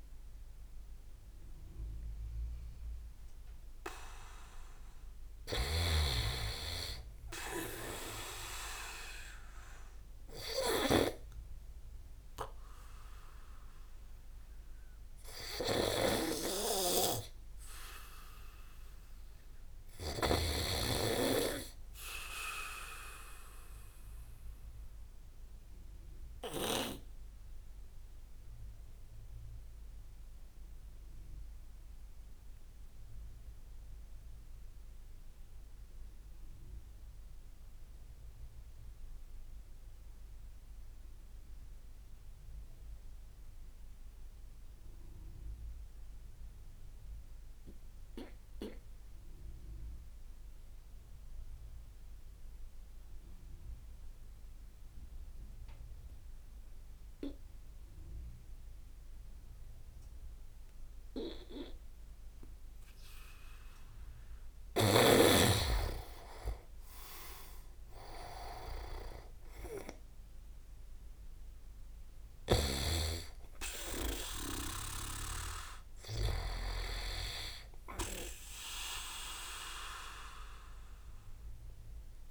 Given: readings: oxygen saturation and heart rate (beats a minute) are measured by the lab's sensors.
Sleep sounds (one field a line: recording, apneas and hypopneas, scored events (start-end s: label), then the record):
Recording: breathing in sleep by a room microphone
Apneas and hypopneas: 1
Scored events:
0.00-9.00 s: oxygen desaturation (device-marked, oxygen 95% lowest)
13.50-17.50 s: arousal
15.50-20.50 s: snoring (device-marked)
23.50-62.50 s: obstructive apnea (oxygen 98% before, 88% lowest)
54.00-82.31 s: oxygen desaturation (device-marked, oxygen 98% before, 92% lowest)
63.50-67.00 s: arousal
72.50-82.31 s: snoring (device-marked)
From the record:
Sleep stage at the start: N2 (light sleep)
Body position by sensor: on the back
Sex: male